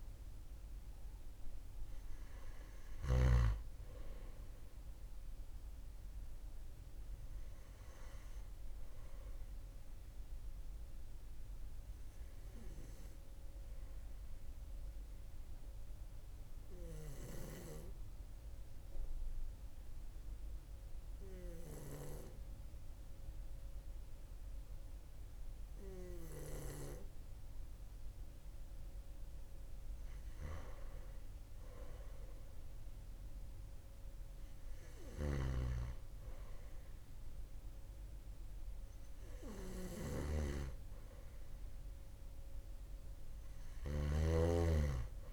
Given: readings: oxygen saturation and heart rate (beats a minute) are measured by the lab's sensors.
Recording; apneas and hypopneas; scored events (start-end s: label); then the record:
breathing in sleep by a room microphone; 1
0.00-3.00 s: snoring (device-marked)
17.00-29.50 s: hypopnea (oxygen 97% before, 96% lowest, heart rate 41 before, 39 extreme, up 2 after)
33.00-37.00 s: arousal
From the record:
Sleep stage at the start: N2 (light sleep); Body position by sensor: on the right side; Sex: male